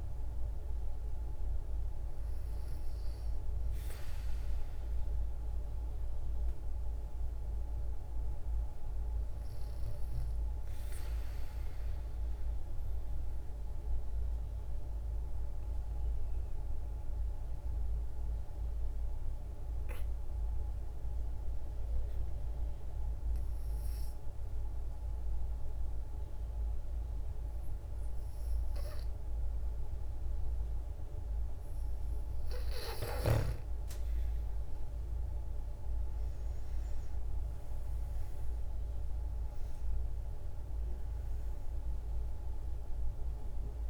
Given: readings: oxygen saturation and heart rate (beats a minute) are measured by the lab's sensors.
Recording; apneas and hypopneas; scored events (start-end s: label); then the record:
breathing in sleep, hard to hear, by a room microphone; 1
0.00-6.50 s: oxygen desaturation (device-marked, oxygen 91% lowest, heart rate 56 extreme)
10.00-31.00 s: hypopnea (oxygen 97% before, 91% lowest, heart rate 58 before, 56 extreme, up 8 after)
28.50-43.90 s: oxygen desaturation (device-marked, oxygen 96% before, 91% lowest, heart rate 58 before, 55 extreme)
34.50-39.00 s: arousal
From the record:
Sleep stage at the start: N2 (light sleep); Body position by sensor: on the back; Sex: female